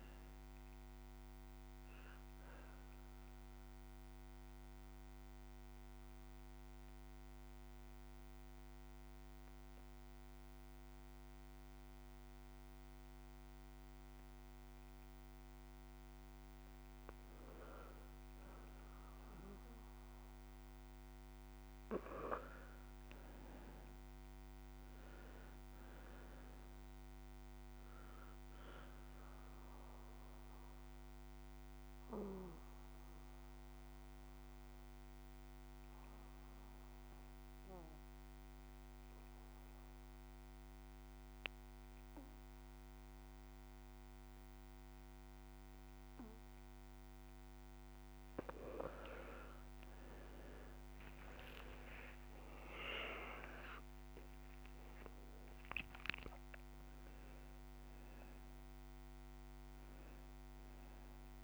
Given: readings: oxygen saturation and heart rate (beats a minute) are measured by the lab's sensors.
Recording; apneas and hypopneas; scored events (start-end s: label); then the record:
breathing in sleep by a microphone on the trachea; 2
0.00-15.00 s: oxygen desaturation (device-marked, oxygen 88% lowest)
1.50-15.00 s: obstructive apnea (oxygen 99% before, 87% lowest)
16.50-20.00 s: arousal
26.00-32.00 s: oxygen desaturation (device-marked, oxygen 98% before, 91% lowest)
29.00-47.00 s: obstructive apnea (oxygen 98% before, 87% lowest)
49.00-61.44 s: oxygen desaturation (device-marked, oxygen 97% before, 87% lowest)
From the record:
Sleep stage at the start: N2 (light sleep); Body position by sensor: on the right side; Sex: male